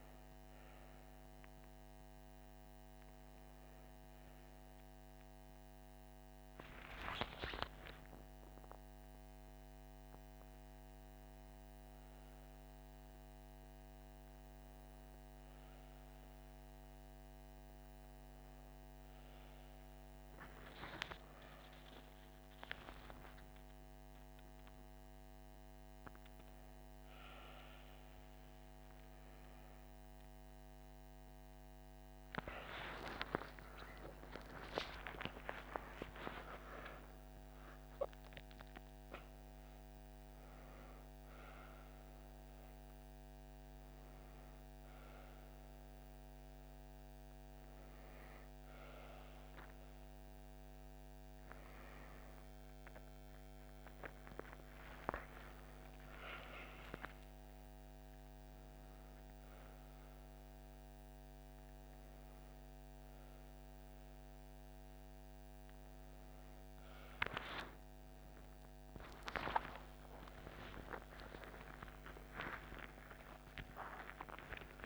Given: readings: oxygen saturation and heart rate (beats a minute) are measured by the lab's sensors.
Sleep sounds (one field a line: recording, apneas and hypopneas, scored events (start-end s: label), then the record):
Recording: a person awake in a sleep study, by a microphone on the trachea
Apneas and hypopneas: none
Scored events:
none scored
From the record:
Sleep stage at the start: awake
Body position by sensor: on the back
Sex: female